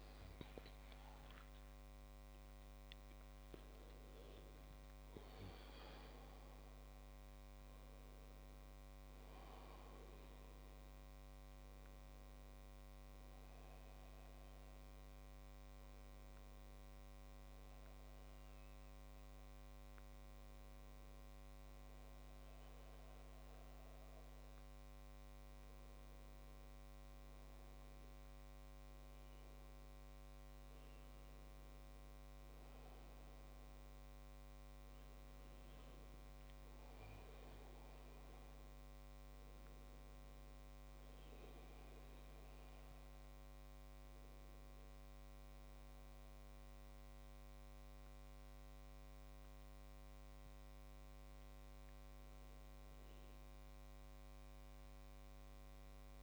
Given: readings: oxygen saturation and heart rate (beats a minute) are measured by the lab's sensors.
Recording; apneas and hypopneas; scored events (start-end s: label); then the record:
breathing in sleep, hard to hear, by a microphone on the trachea; none
none scored
From the record:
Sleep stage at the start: N1 (lightest sleep); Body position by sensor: on the back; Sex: male